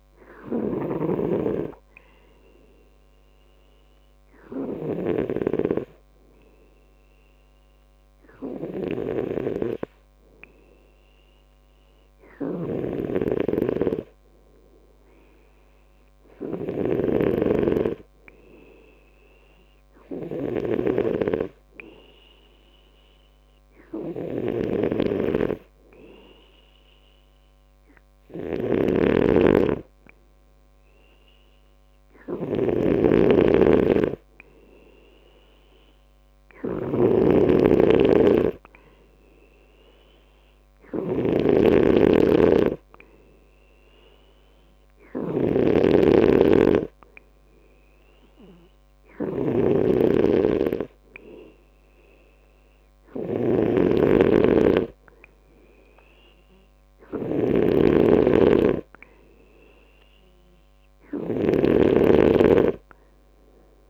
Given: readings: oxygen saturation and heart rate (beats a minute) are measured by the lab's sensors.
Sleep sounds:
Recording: breathing in sleep by a microphone on the trachea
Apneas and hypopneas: 1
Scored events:
0.50-63.90 s: snoring (device-marked)
12.50-16.50 s: arousal
19.50-33.00 s: hypopnea (oxygen 95% before, 93% lowest, heart rate 69 before, 65 extreme, up 2 after)
34.50-38.00 s: arousal
From the record:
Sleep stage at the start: N2 (light sleep)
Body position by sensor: on the left side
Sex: male

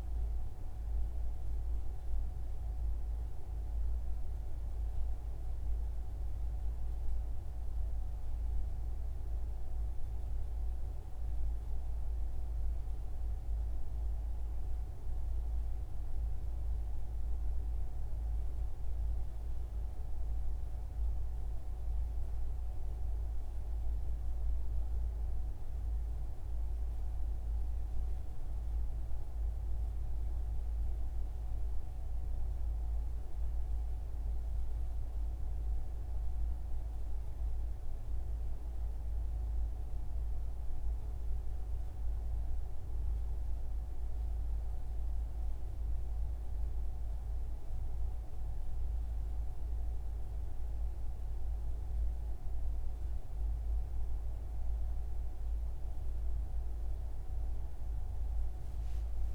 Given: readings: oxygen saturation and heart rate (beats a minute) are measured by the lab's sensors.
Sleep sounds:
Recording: breathing in sleep, hard to hear, by a room microphone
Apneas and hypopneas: none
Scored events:
none scored
From the record:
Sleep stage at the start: N1 (lightest sleep)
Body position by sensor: on the front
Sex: male

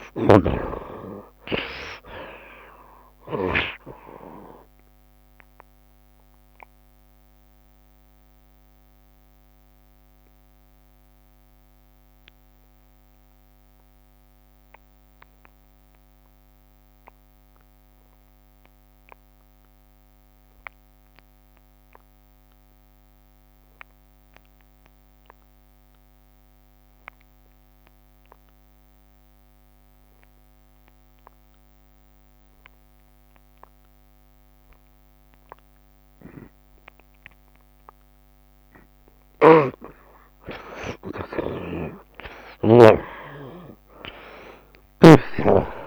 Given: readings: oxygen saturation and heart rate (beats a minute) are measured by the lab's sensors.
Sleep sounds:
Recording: breathing in sleep by a microphone on the trachea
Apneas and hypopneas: 1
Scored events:
0.00-1.00 s: long interval between heartbeats (device-marked, heart rate 88 extreme)
0.00-2.00 s: arousal
0.00-22.50 s: oxygen desaturation (device-marked, oxygen 53% lowest, heart rate 71 extreme)
4.50-38.00 s: mixed apnea (oxygen 83% before, 50% lowest, heart rate 80 before, 71 extreme, up 14 after)
24.50-45.87 s: oxygen desaturation (device-marked, oxygen 82% before, 50% lowest, heart rate 76 before, 72 extreme)
40.00-44.50 s: arousal
42.00-45.87 s: snoring (device-marked)
43.50-45.87 s: tachycardia (device-marked, heart rate 75 before, 127 extreme)
From the record:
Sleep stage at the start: N2 (light sleep)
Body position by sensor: on the right side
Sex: male

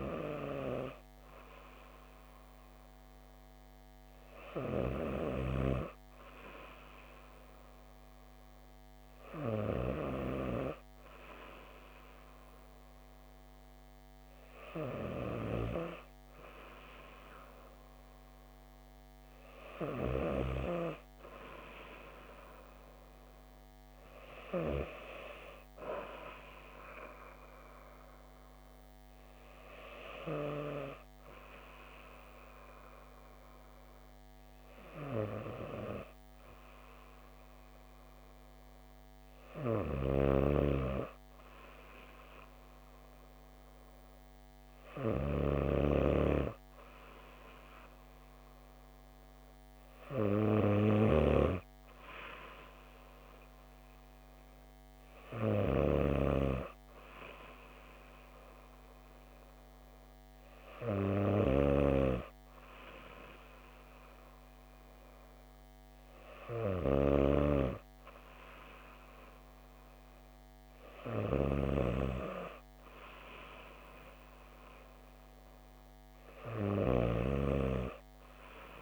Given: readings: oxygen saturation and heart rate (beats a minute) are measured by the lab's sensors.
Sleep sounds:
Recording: breathing in sleep by a microphone on the trachea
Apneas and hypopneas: none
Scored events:
none scored
From the record:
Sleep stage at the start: N2 (light sleep)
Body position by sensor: on the back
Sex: female

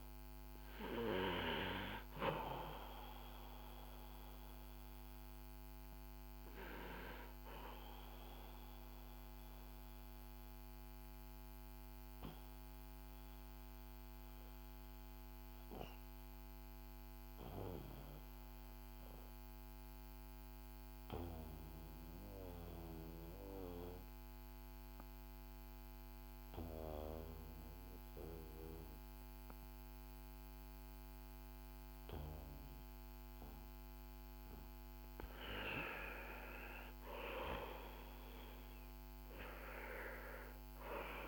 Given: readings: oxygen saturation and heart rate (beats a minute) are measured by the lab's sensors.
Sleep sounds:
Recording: breathing in sleep by a microphone on the trachea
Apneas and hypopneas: 1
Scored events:
0.00-20.50 s: oxygen desaturation (device-marked, oxygen 90% lowest, heart rate 47 extreme)
6.50-35.00 s: obstructive apnea (oxygen 97% before, 90% lowest, heart rate 57 before, 48 extreme, up 6 after)
36.50-40.50 s: arousal
From the record:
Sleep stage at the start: N2 (light sleep)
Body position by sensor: on the back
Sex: male

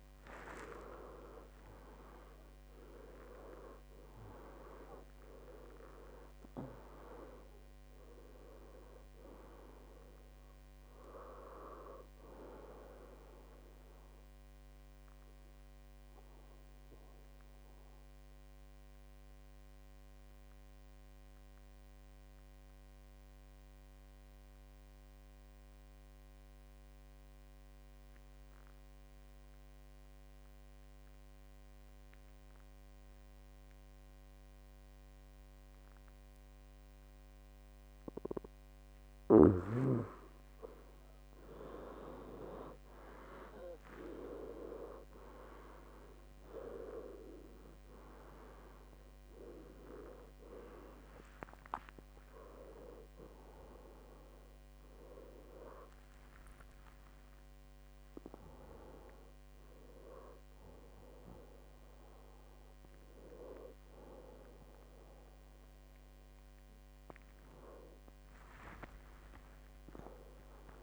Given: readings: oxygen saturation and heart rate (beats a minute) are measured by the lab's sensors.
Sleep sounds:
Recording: breathing in sleep by a microphone on the trachea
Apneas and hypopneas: 1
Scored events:
1.00-6.50 s: arousal
14.00-38.50 s: obstructive apnea (oxygen 99% before, 92% lowest, heart rate 73 before, 60 extreme, up 18 after)
40.50-44.00 s: arousal
45.50-70.83 s: oxygen desaturation (device-marked, oxygen 98% before, 92% lowest, heart rate 63 before, 63 extreme)
69.50-70.83 s: arousal
From the record:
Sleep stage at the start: N2 (light sleep)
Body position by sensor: on the back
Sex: male

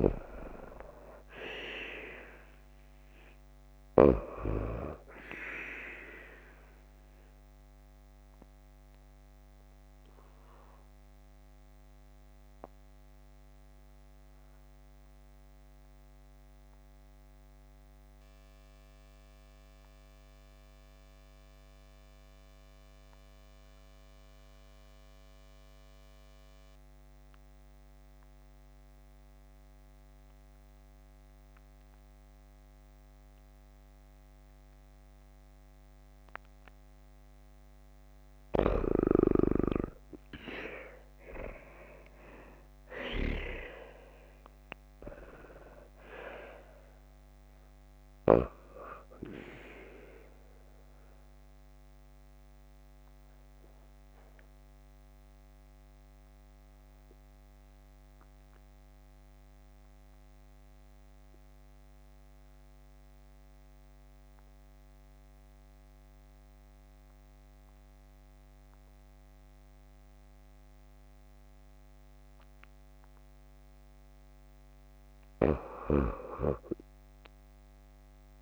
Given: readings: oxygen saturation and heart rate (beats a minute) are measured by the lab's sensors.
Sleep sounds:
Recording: breathing in sleep by a microphone on the trachea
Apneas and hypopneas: 2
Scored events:
0.00-2.50 s: arousal
7.50-37.00 s: obstructive apnea (oxygen 96% before, 83% lowest, heart rate 61 before, 50 extreme, up 9 after)
30.50-52.50 s: oxygen desaturation (device-marked, oxygen 93% before, 83% lowest, heart rate 57 before, 50 extreme)
40.50-44.50 s: arousal
50.50-72.00 s: obstructive apnea (oxygen 93% before, 86% lowest, heart rate 55 before, 53 extreme, up 10 after)
74.00-77.50 s: arousal
From the record:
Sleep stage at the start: N2 (light sleep)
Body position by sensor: on the back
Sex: female

